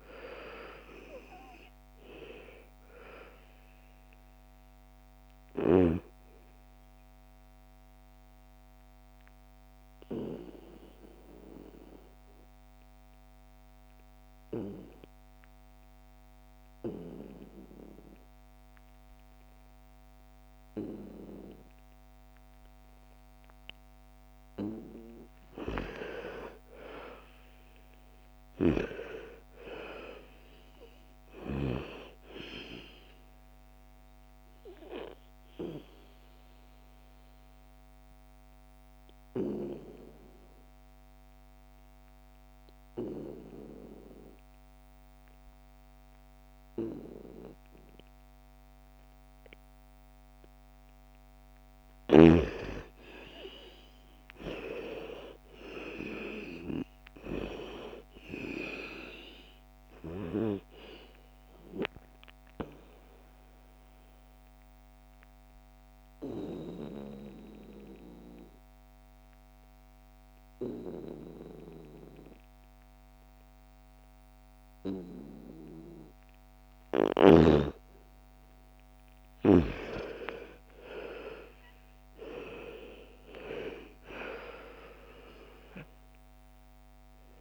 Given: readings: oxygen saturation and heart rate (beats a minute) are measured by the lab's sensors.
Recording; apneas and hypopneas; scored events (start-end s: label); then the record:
breathing in sleep by a microphone on the trachea; 3
0.00-16.00 s: oxygen desaturation (device-marked, oxygen 85% lowest, heart rate 56 extreme)
7.00-23.00 s: obstructive apnea (oxygen 98% before, 85% lowest, heart rate 61 before, 55 extreme, up 10 after)
26.00-30.00 s: arousal
28.00-45.00 s: oxygen desaturation (device-marked, oxygen 98% before, 87% lowest, heart rate 58 before, 55 extreme)
33.00-50.50 s: obstructive apnea (oxygen 98% before, 87% lowest, heart rate 59 before, 53 extreme, up 14 after)
52.50-56.50 s: arousal
53.00-72.00 s: oxygen desaturation (device-marked, oxygen 98% before, 87% lowest, heart rate 59 before, 53 extreme)
60.50-76.00 s: obstructive apnea (oxygen 98% before, 87% lowest, heart rate 60 before, 53 extreme, up 14 after)
78.00-82.50 s: arousal
85.00-87.41 s: oxygen desaturation (device-marked, oxygen 98% before, 87% lowest, heart rate 58 before, 56 extreme)
From the record:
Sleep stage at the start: N2 (light sleep); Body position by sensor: on the back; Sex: female